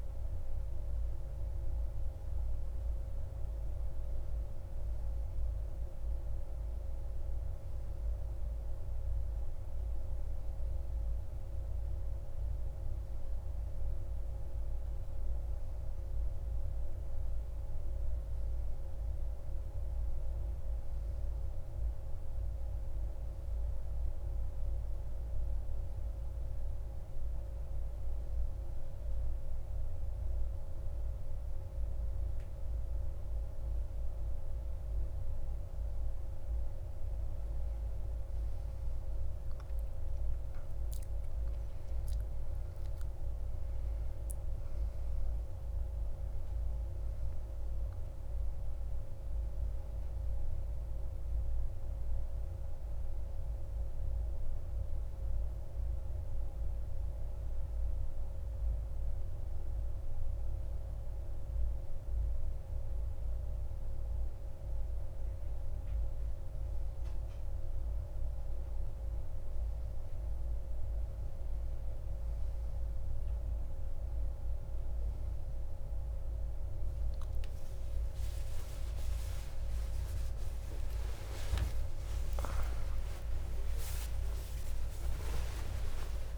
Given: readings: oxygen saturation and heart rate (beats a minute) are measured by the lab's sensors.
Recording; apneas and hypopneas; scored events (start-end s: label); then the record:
a person awake in a sleep study, hard to hear, by a room microphone; none
none scored
From the record:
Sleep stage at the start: awake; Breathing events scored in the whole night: 292 in 6.1 hours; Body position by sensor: on the back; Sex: male